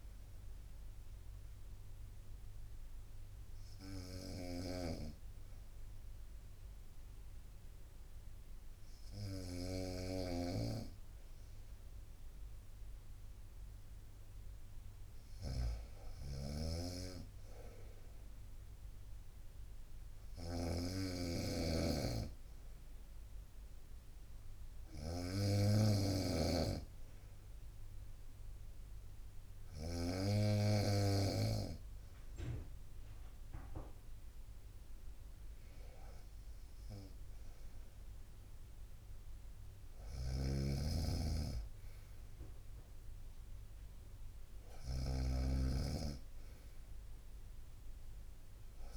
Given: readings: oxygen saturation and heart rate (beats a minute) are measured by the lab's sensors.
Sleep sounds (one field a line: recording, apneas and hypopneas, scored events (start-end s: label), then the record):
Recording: breathing in sleep by a room microphone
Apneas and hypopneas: 1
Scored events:
0.00-30.00 s: snoring (device-marked)
0.50-13.00 s: obstructive apnea (oxygen 96% before, 94% lowest, heart rate 61 before, 60 extreme, up 0 after)
16.00-20.00 s: arousal
40.00-48.97 s: snoring (device-marked)
From the record:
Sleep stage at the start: N2 (light sleep)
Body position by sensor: on the right side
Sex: female